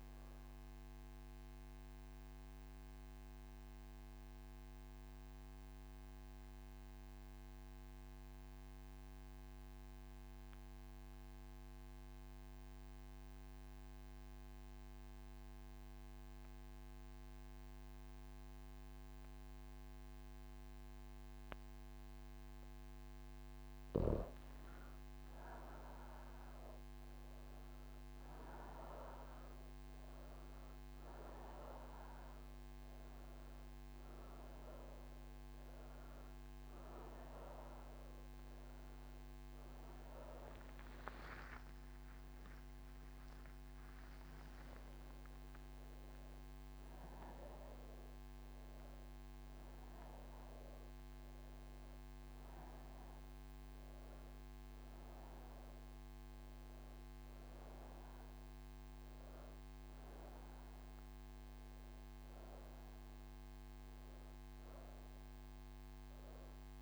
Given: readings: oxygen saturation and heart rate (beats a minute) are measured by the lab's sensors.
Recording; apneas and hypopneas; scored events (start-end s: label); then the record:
breathing in sleep, hard to hear, by a microphone on the trachea; none
0.00-6.00 s: oxygen desaturation (device-marked, oxygen 92% lowest)
47.00-66.82 s: oxygen desaturation (device-marked, oxygen 96% before, 87% lowest)
From the record:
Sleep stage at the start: N1 (lightest sleep); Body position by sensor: on the right side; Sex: female